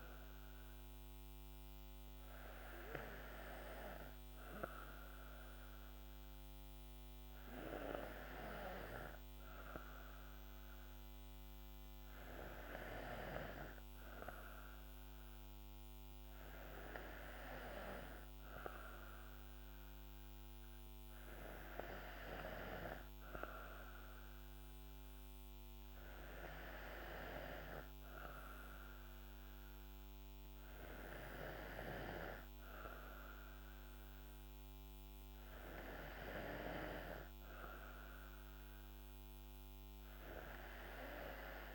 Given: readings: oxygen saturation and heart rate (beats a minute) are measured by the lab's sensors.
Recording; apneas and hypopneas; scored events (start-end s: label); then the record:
breathing in sleep by a microphone on the trachea; none
none scored
From the record:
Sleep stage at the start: N2 (light sleep); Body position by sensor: on the right side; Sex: female